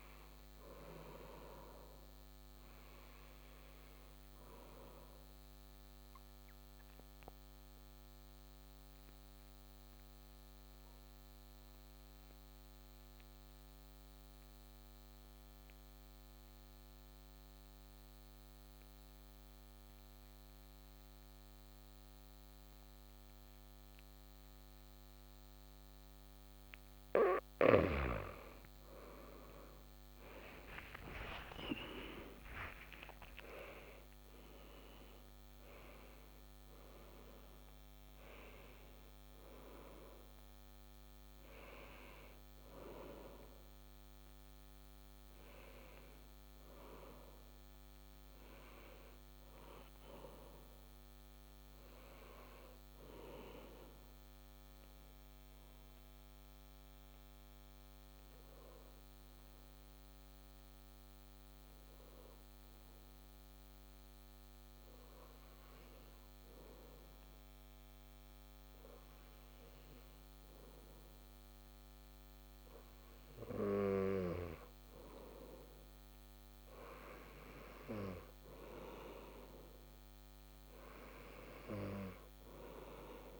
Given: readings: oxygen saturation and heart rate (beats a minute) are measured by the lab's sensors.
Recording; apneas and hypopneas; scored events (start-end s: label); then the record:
breathing in sleep by a microphone on the trachea; 2
4.50-26.50 s: obstructive apnea (oxygen 97% before, 90% lowest)
29.00-34.00 s: arousal
55.00-74.50 s: hypopnea (oxygen 96% before, 90% lowest, heart rate 46 before, 60 extreme, up 21 after)
76.00-80.00 s: arousal
From the record:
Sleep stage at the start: N2 (light sleep); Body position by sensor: on the back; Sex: male